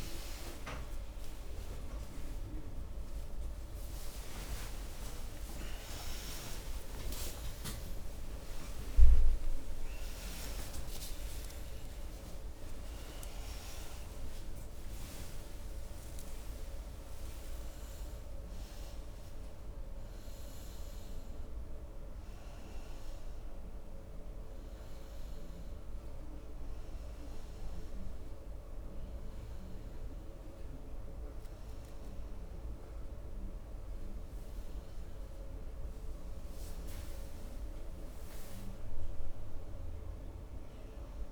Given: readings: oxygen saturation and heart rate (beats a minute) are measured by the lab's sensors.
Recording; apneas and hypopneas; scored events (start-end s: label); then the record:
a person awake in a sleep study, by a room microphone; none
34.50-41.31 s: new sleep stage, N1 (lightest sleep)
From the record:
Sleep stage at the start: awake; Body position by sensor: on the right side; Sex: male